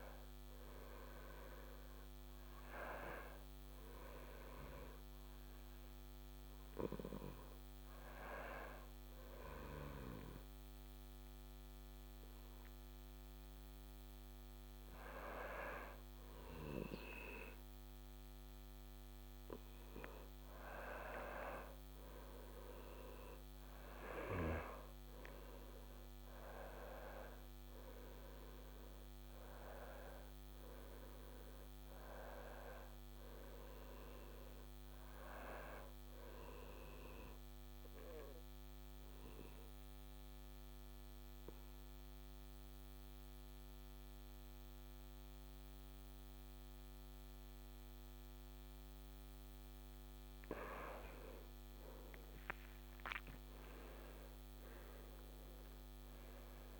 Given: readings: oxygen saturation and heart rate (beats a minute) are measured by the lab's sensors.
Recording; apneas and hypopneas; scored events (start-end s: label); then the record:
breathing in sleep by a microphone on the trachea; 1
29.00-33.00 s: arousal
37.00-50.00 s: obstructive apnea (oxygen 95% before, 90% lowest, heart rate 73 before, 72 extreme, up 4 after)
51.00-55.00 s: arousal
From the record:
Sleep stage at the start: N2 (light sleep); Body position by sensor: on the back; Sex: male